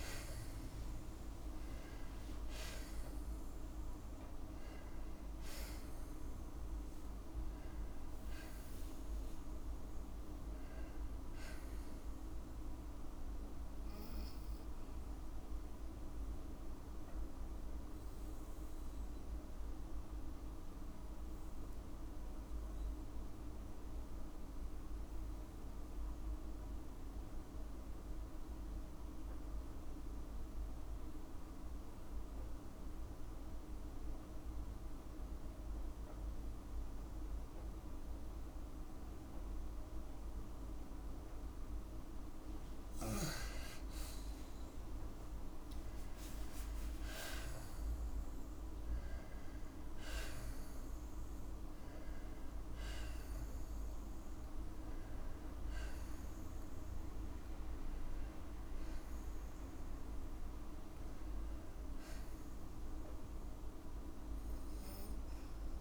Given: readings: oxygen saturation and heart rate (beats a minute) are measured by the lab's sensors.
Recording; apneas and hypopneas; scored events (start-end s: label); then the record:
breathing in sleep, hard to hear, by a room microphone; 1
15.50-41.50 s: obstructive apnea (oxygen 98% before, 92% lowest, heart rate 58 before, 51 extreme, up 7 after)
24.00-39.00 s: oxygen desaturation (device-marked, oxygen 97% before, 92% lowest, heart rate 56 before, 51 extreme)
45.00-49.50 s: arousal
From the record:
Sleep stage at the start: N2 (light sleep); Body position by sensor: on the back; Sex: female